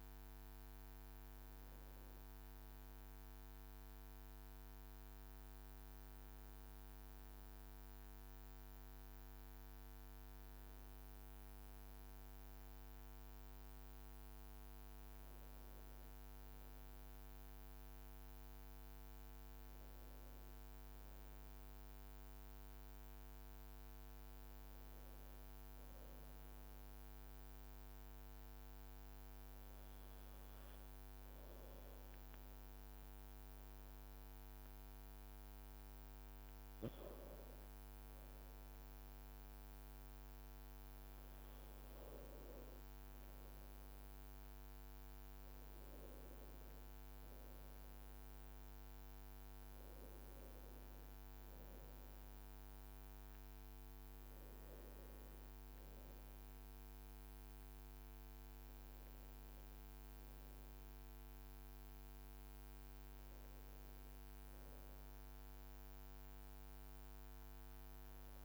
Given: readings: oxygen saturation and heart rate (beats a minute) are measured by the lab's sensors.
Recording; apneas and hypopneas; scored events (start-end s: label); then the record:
breathing in sleep, hard to hear, by a microphone on the trachea; 1
25.50-36.50 s: obstructive apnea (oxygen 97% before, 93% lowest, heart rate 53 before, 52 extreme, up 1 after)
31.50-34.50 s: oxygen desaturation (device-marked, oxygen 97% before, 96% lowest, heart rate 53 before, 52 extreme)
38.50-42.50 s: arousal
63.00-66.50 s: arousal
From the record:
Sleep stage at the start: N2 (light sleep); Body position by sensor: on the back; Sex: male